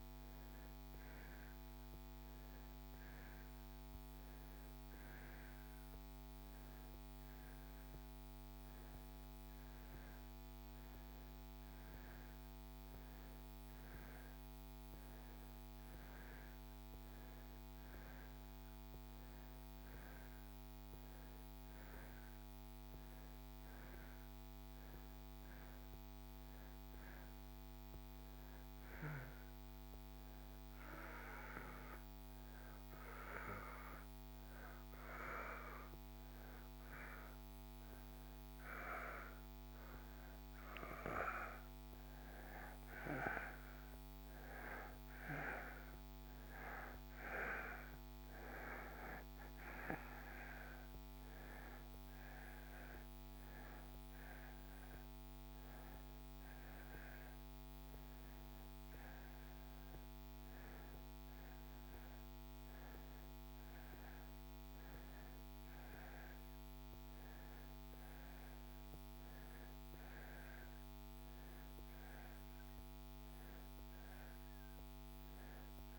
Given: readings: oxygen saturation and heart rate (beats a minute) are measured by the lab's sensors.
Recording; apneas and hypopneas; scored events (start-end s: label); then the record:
breathing in sleep by a microphone on the trachea; 1
29.00-40.00 s: obstructive apnea (oxygen 92% before, 87% lowest)
42.00-47.50 s: arousal
51.00-75.99 s: oxygen desaturation (device-marked, oxygen 93% before, 87% lowest)
From the record:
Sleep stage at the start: N2 (light sleep); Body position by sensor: on the back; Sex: male